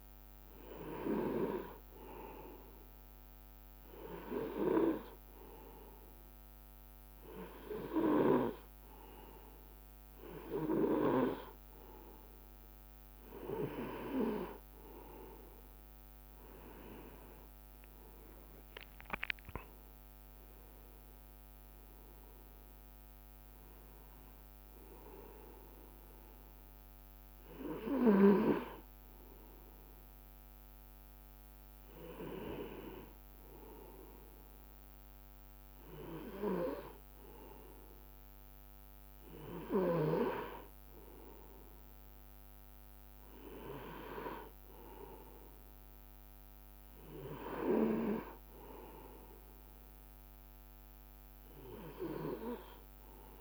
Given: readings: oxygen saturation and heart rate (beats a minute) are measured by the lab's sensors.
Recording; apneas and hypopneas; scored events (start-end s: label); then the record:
breathing in sleep by a microphone on the trachea; none
none scored
From the record:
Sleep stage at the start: N2 (light sleep); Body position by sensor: on the right side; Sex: male